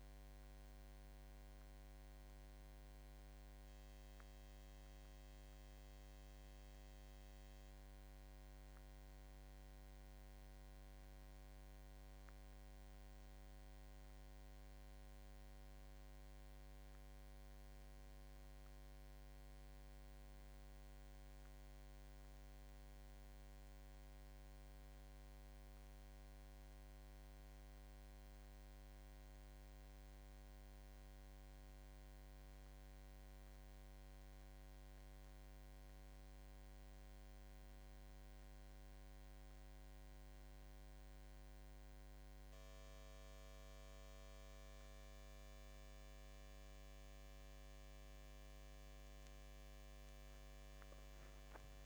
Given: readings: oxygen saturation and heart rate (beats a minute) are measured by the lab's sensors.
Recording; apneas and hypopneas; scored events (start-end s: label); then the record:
a person awake in a sleep study, hard to hear, by a microphone on the trachea; none
none scored
From the record:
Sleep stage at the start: awake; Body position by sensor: on the back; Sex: male